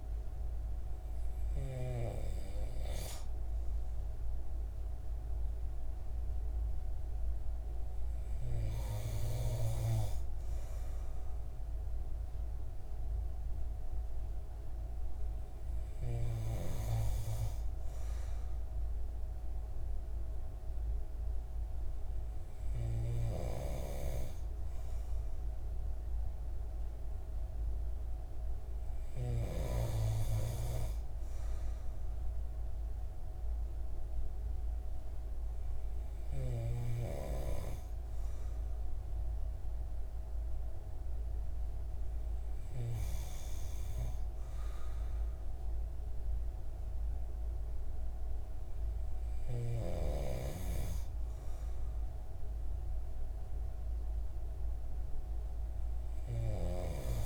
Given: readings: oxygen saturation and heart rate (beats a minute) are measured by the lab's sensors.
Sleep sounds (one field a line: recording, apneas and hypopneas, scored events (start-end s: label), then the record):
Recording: breathing in sleep by a room microphone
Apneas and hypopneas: none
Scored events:
none scored
From the record:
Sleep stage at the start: N2 (light sleep)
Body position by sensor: on the right side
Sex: male